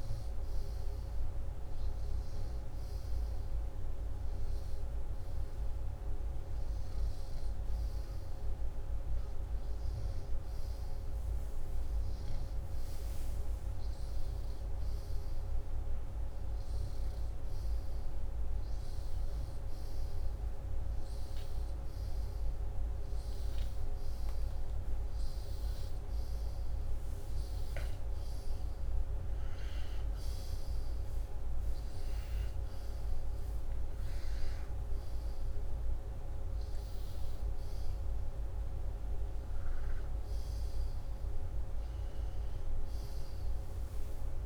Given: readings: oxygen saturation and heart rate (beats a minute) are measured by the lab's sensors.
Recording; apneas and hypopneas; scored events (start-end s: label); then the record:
breathing in sleep, hard to hear, by a room microphone; none
none scored
From the record:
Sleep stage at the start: N2 (light sleep); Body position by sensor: upright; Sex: male